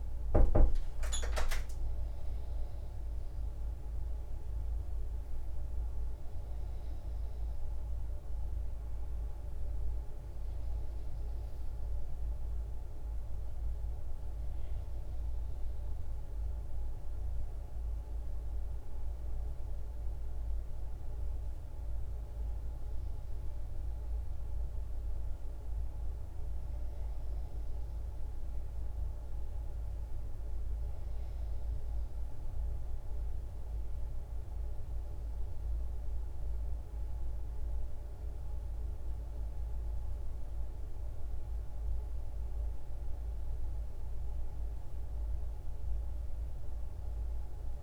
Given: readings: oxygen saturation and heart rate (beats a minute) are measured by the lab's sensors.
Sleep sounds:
a person partly awake in a sleep study, hard to hear, by a room microphone; none
21.50-47.83 s: new sleep stage, N1 (lightest sleep)
From the record:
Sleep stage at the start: awake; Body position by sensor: on the back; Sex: female

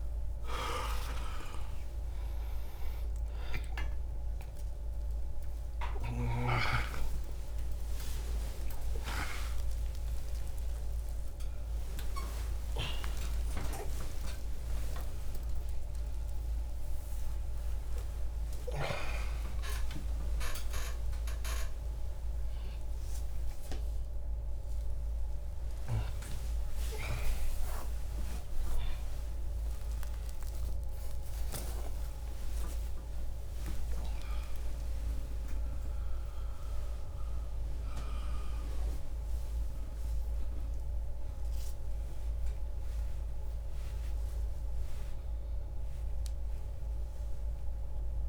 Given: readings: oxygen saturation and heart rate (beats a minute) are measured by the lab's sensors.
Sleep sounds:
a person awake in a sleep study, by a room microphone; none
0.00-10.50 s: oxygen desaturation (device-marked, oxygen 90% lowest)
From the record:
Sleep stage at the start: awake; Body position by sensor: on the back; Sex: male

